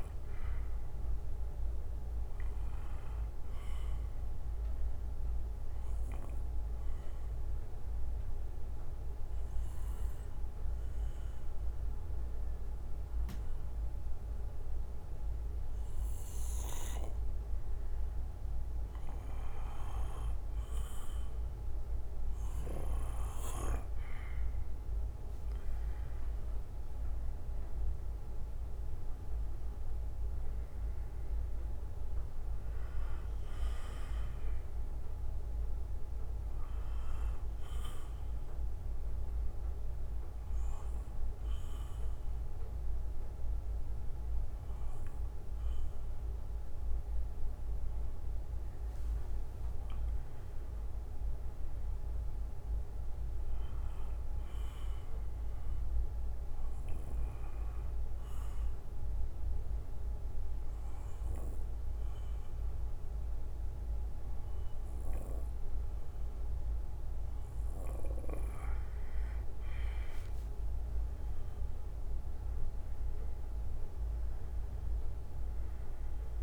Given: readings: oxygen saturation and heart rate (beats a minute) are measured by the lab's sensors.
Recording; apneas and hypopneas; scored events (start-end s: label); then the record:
breathing in sleep, hard to hear, by a room microphone; 3
0.00-1.00 s: bradycardia (device-marked, heart rate 61 extreme)
2.00-8.00 s: bradycardia (device-marked, heart rate 62 before, 55 extreme)
5.00-24.50 s: obstructive apnea (oxygen 97% before, 92% lowest, heart rate 60 before, 49 extreme, up 14 after)
10.00-16.00 s: bradycardia (device-marked, heart rate 62 before, 57 extreme)
19.00-26.00 s: bradycardia (device-marked, heart rate 62 before, 57 extreme)
28.00-32.00 s: arousal
32.00-47.00 s: bradycardia (device-marked, heart rate 62 before, 49 extreme)
39.00-50.00 s: obstructive apnea (oxygen 96% before, 92% lowest, heart rate 61 before, 54 extreme, up 18 after)
51.00-53.50 s: arousal
56.00-66.00 s: bradycardia (device-marked, heart rate 62 before, 54 extreme)
56.00-69.50 s: obstructive apnea (oxygen 96% before, 93% lowest, heart rate 58 before, 55 extreme, up 13 after)
72.00-76.00 s: arousal
From the record:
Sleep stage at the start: N2 (light sleep); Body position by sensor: on the back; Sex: male